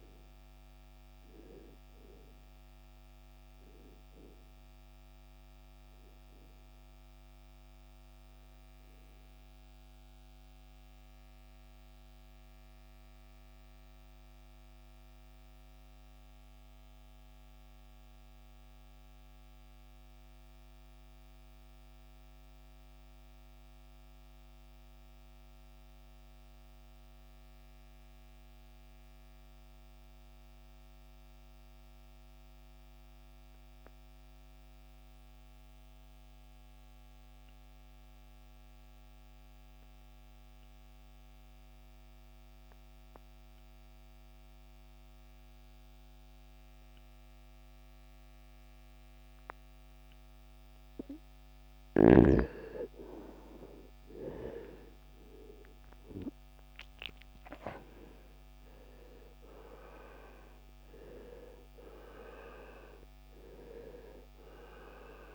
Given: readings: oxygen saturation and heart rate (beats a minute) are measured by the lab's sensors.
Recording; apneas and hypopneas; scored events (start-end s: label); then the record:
breathing in sleep by a microphone on the trachea; 1
0.00-28.00 s: oxygen desaturation (device-marked, oxygen 80% lowest, heart rate 47 extreme)
10.00-52.00 s: mixed apnea (oxygen 96% before, 80% lowest, heart rate 76 before, 46 extreme, up 29 after)
53.50-58.50 s: arousal
54.00-65.35 s: new sleep stage, REM sleep
From the record:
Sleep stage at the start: N2 (light sleep); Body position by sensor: on the right side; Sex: male